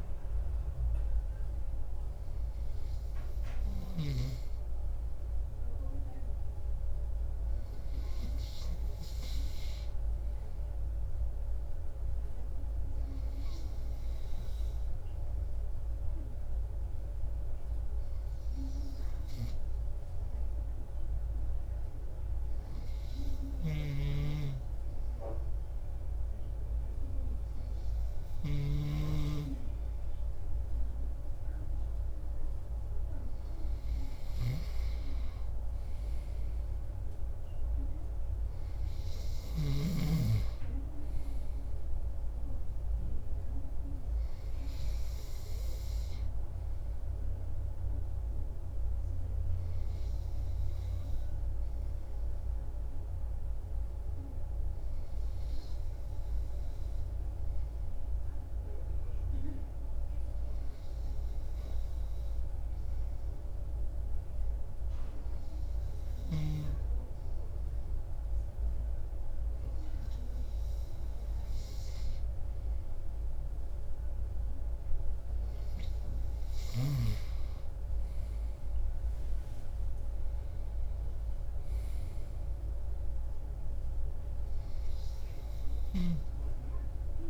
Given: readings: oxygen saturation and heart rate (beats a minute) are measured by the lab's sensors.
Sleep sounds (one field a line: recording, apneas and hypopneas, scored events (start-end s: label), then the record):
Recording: breathing in sleep by a room microphone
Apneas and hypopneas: 2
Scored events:
12.00-32.50 s: obstructive apnea (oxygen 96% before, 95% lowest)
34.50-39.50 s: arousal
48.00-75.50 s: obstructive apnea (oxygen 96% before, 95% lowest)
79.00-82.50 s: arousal
From the record:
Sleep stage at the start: N2 (light sleep)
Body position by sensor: on the left side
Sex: male